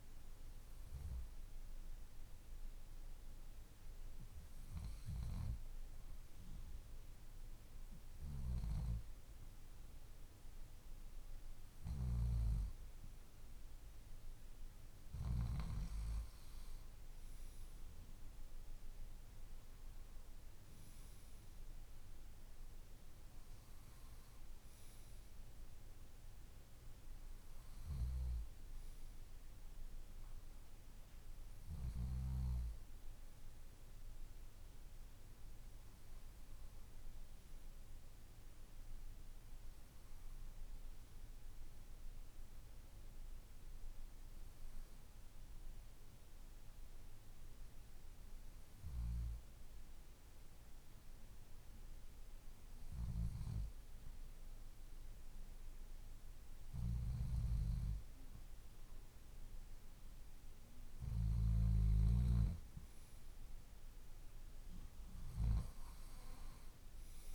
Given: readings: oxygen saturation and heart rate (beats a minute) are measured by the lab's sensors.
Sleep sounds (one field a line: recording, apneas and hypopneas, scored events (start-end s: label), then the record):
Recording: breathing in sleep by a room microphone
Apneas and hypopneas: none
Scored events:
none scored
From the record:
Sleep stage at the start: N2 (light sleep)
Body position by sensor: on the left side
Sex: male